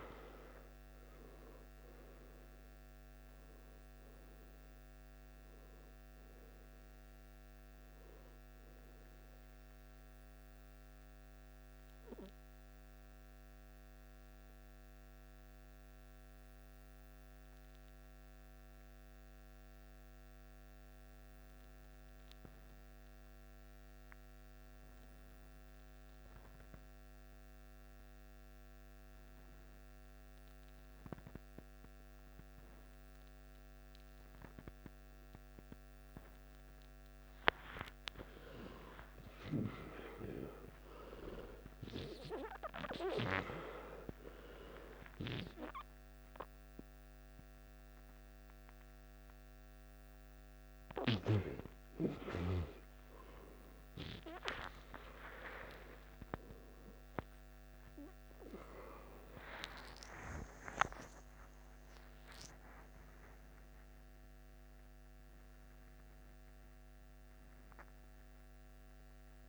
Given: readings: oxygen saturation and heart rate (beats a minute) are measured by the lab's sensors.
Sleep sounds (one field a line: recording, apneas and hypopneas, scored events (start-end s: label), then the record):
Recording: breathing in sleep by a microphone on the trachea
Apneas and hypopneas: 1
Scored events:
0.00-21.00 s: oxygen desaturation (device-marked, oxygen 89% lowest, heart rate 53 extreme)
14.00-37.00 s: obstructive apnea (oxygen 93% before, 89% lowest, heart rate 65 before, 53 extreme, up 11 after)
37.00-69.00 s: oxygen desaturation (device-marked, oxygen 98% before, 91% lowest, heart rate 54 before, 52 extreme)
38.00-43.00 s: arousal
From the record:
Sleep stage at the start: N2 (light sleep)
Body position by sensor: on the back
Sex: male